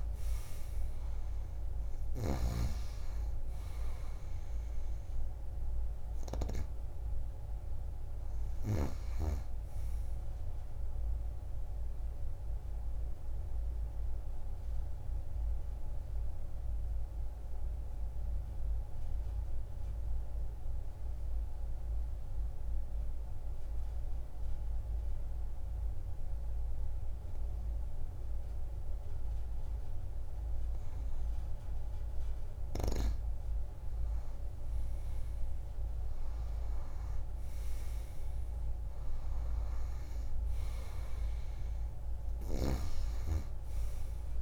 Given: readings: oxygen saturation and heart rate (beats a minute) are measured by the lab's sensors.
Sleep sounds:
breathing in sleep by a room microphone; 1
0.00-3.00 s: arousal
0.00-25.50 s: oxygen desaturation (device-marked, oxygen 89% lowest)
12.00-31.50 s: obstructive apnea (oxygen 97% before, 89% lowest)
37.00-42.00 s: arousal
From the record:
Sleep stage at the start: N2 (light sleep); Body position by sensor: on the back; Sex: female

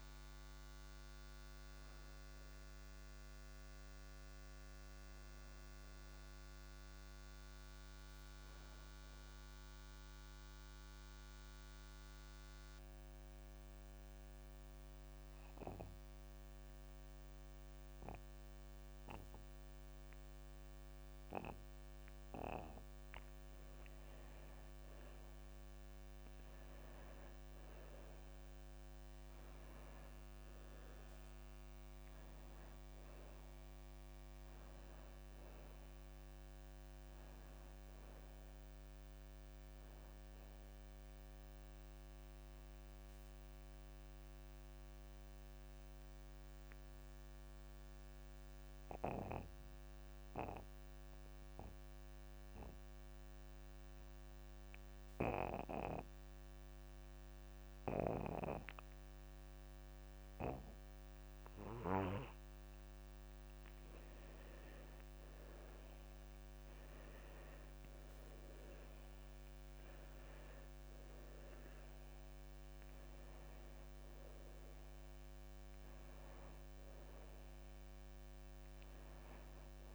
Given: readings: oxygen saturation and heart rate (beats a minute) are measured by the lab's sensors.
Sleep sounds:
breathing in sleep by a microphone on the trachea; 2
4.50-8.00 s: arousal
10.00-24.00 s: mixed apnea (oxygen 95% before, 91% lowest)
13.00-15.00 s: long interval between heartbeats (device-marked)
19.00-21.00 s: long interval between heartbeats (device-marked)
23.50-25.50 s: long interval between heartbeats (device-marked)
26.00-29.00 s: arousal
36.50-57.50 s: oxygen desaturation (device-marked, oxygen 98% before, 92% lowest)
43.50-64.50 s: obstructive apnea (oxygen 98% before, 87% lowest)
53.50-55.50 s: long interval between heartbeats (device-marked)
55.50-57.50 s: long interval between heartbeats (device-marked)
66.50-71.00 s: arousal
68.50-79.95 s: oxygen desaturation (device-marked, oxygen 96% before, 87% lowest)
70.00-72.00 s: long interval between heartbeats (device-marked)
From the record:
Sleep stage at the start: N2 (light sleep); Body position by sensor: on the back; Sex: male

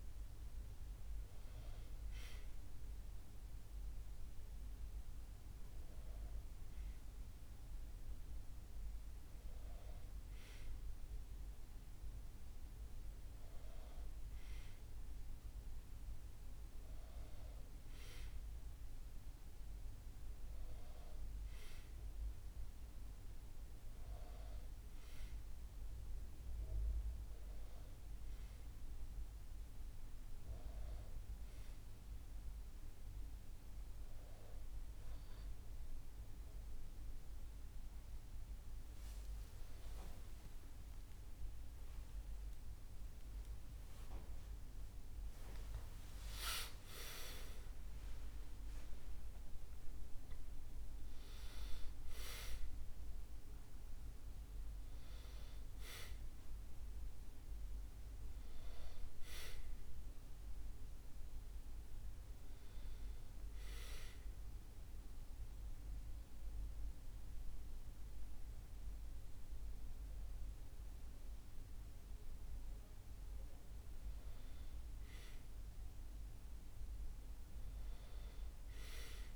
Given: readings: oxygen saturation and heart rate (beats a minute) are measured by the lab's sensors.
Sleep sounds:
a person awake in a sleep study, hard to hear, by a room microphone; none
none scored
From the record:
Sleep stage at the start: awake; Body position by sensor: on the back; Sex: male

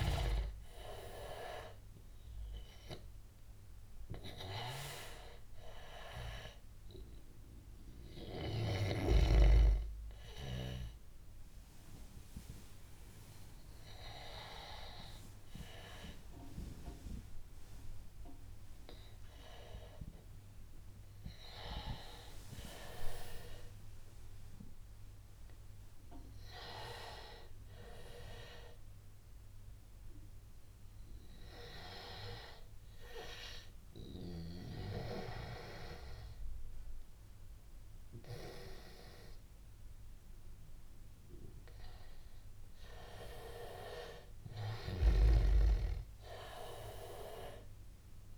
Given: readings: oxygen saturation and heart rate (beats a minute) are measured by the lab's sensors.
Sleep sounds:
breathing in sleep by a room microphone; 2
0.00-2.00 s: arousal
0.00-18.50 s: oxygen desaturation (device-marked, oxygen 84% lowest, heart rate 86 extreme)
8.00-20.00 s: hypopnea (oxygen 100% before, 84% lowest, heart rate 88 before, 87 extreme, up 11 after)
21.00-26.00 s: arousal
33.00-44.00 s: obstructive apnea (oxygen 99% before, 88% lowest, heart rate 94 before, 87 extreme, up 7 after)
46.50-48.38 s: arousal
From the record:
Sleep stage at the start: N2 (light sleep); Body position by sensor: on the back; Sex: male

